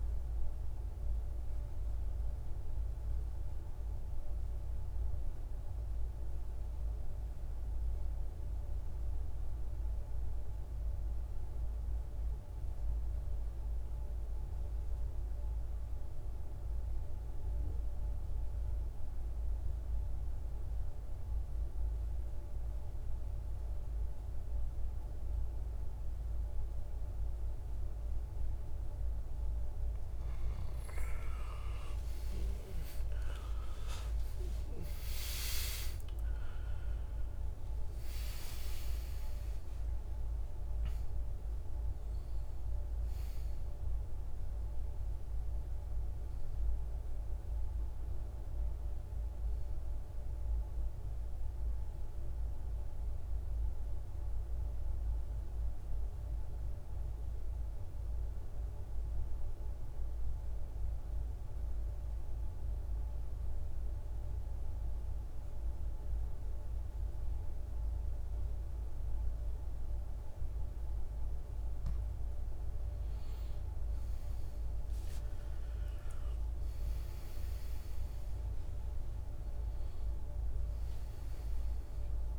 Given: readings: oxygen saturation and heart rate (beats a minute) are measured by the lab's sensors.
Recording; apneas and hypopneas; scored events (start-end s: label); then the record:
breathing in sleep, hard to hear, by a room microphone; 2
0.00-11.50 s: oxygen desaturation (device-marked, oxygen 88% lowest, heart rate 56 extreme)
0.50-28.50 s: mixed apnea (oxygen 99% before, 82% lowest, heart rate 63 before, 56 extreme, up 11 after)
25.50-55.50 s: oxygen desaturation (device-marked, oxygen 98% before, 82% lowest, heart rate 59 before, 53 extreme)
33.00-39.50 s: arousal
50.50-70.50 s: mixed apnea (oxygen 97% before, 82% lowest, heart rate 70 before, 53 extreme, up 16 after)
73.50-79.50 s: arousal
75.50-82.39 s: oxygen desaturation (device-marked, oxygen 98% before, 87% lowest, heart rate 55 before, 55 extreme)
From the record:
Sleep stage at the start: N2 (light sleep); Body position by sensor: on the back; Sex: male